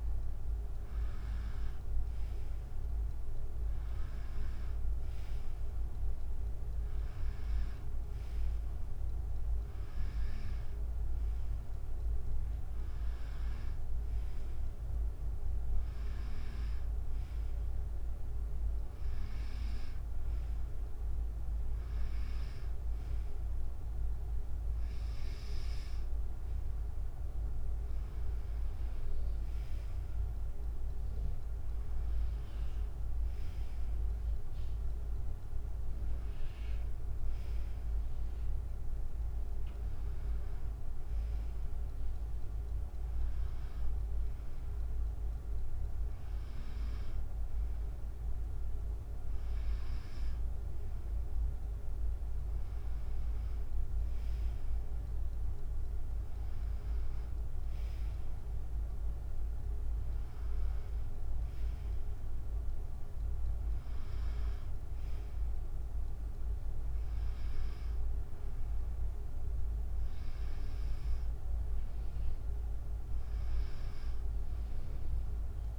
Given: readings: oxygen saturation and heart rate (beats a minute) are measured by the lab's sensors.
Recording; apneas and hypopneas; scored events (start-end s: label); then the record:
breathing in sleep, hard to hear, by a room microphone; none
31.00-36.00 s: arousal
From the record:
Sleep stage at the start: N2 (light sleep); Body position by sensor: on the back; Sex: female